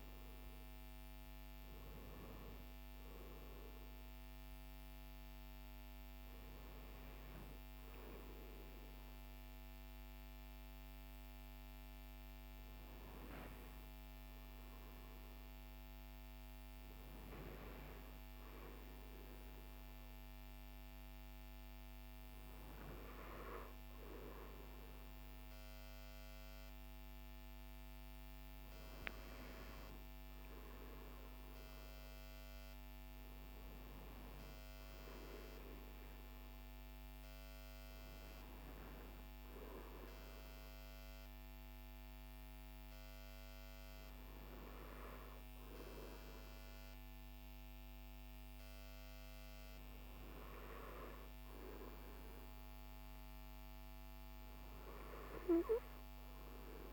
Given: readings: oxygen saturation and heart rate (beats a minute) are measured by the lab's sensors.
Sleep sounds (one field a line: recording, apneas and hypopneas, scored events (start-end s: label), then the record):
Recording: breathing in sleep by a microphone on the trachea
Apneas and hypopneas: none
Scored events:
none scored
From the record:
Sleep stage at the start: N2 (light sleep)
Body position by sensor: on the right side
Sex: male